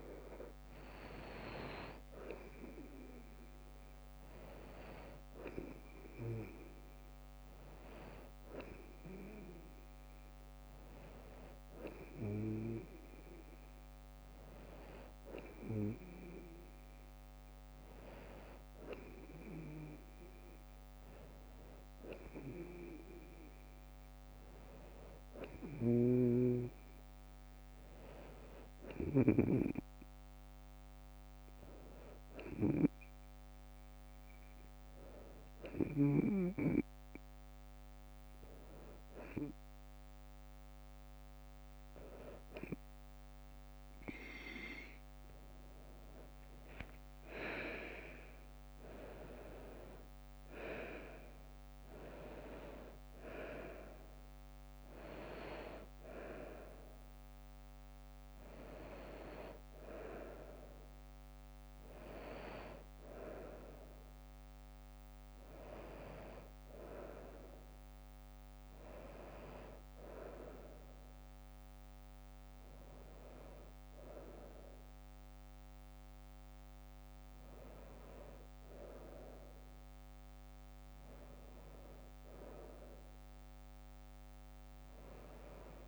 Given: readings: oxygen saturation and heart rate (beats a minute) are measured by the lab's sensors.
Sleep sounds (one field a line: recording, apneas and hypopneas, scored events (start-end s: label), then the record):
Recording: breathing in sleep by a microphone on the trachea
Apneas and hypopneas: none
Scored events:
25.50-29.50 s: snoring (device-marked)
46.00-50.50 s: arousal
From the record:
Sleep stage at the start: N2 (light sleep)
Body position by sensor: on the front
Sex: female